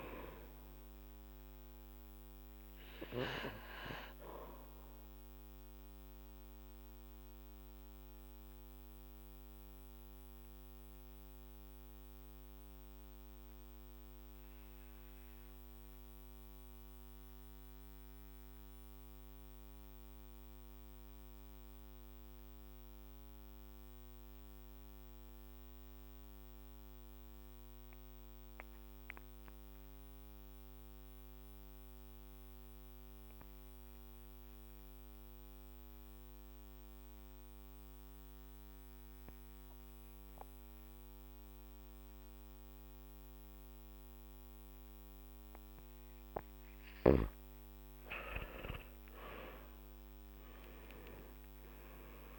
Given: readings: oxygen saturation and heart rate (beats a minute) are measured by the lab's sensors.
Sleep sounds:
breathing in sleep by a microphone on the trachea; 1
6.00-46.50 s: mixed apnea (oxygen 97% before, 85% lowest, heart rate 51 before, 46 extreme, up 12 after)
27.50-46.50 s: oxygen desaturation (device-marked, oxygen 98% before, 85% lowest, heart rate 48 before, 46 extreme)
48.00-51.50 s: arousal
From the record:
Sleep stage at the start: N2 (light sleep); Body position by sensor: on the back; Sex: male

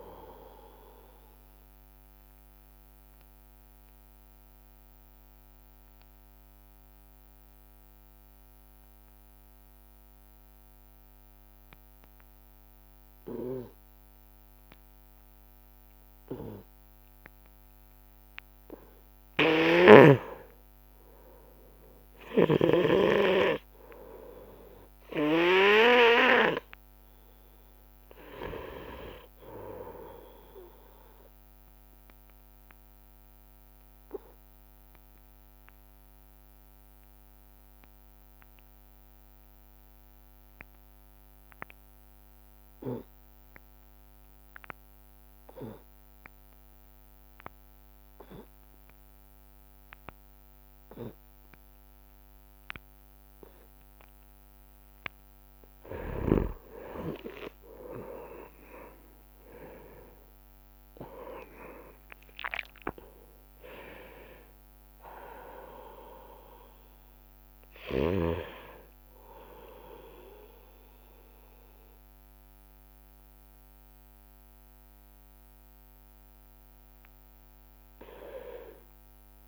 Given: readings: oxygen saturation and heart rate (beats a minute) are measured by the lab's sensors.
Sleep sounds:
breathing in sleep by a microphone on the trachea; 2
0.00-16.50 s: oxygen desaturation (device-marked, oxygen 91% lowest)
2.00-17.50 s: obstructive apnea (oxygen 100% before, 91% lowest)
21.00-25.00 s: arousal
28.50-45.50 s: oxygen desaturation (device-marked, oxygen 99% before, 92% lowest)
32.50-55.00 s: obstructive apnea (oxygen 99% before, 89% lowest)
54.50-70.50 s: oxygen desaturation (device-marked, oxygen 97% before, 92% lowest)
57.00-61.50 s: arousal
78.00-79.48 s: arousal
From the record:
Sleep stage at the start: N2 (light sleep); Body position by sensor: on the right side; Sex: male

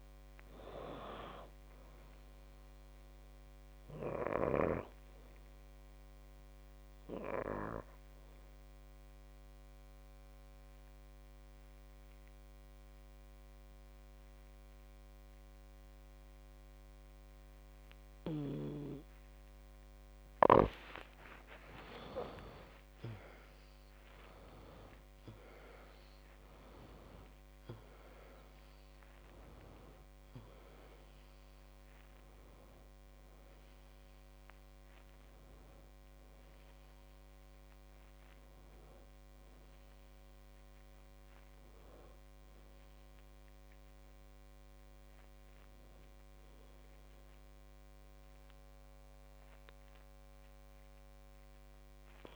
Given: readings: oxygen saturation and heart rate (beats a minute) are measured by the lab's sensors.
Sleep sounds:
breathing in sleep by a microphone on the trachea; 1
0.00-2.00 s: arousal
8.00-21.00 s: obstructive apnea (oxygen 97% before, 90% lowest, heart rate 58 before, 56 extreme)
22.00-27.50 s: arousal
32.00-50.00 s: oxygen desaturation (device-marked, oxygen 96% before, 90% lowest, heart rate 79 before, 54 extreme)
From the record:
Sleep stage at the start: N2 (light sleep); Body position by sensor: on the back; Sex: female

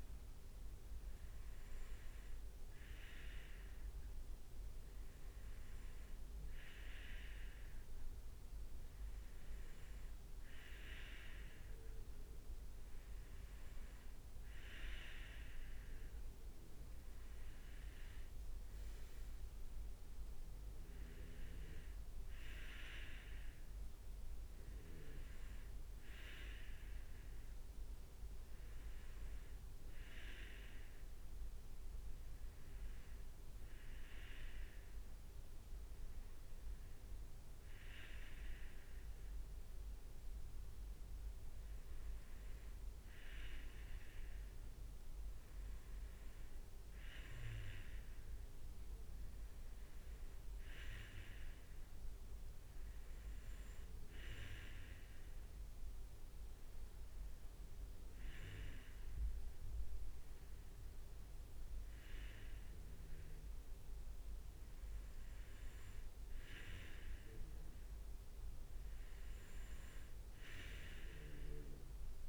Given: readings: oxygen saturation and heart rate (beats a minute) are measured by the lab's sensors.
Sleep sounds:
breathing in sleep by a room microphone; none
none scored
From the record:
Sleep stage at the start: N2 (light sleep); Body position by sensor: on the right side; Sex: male

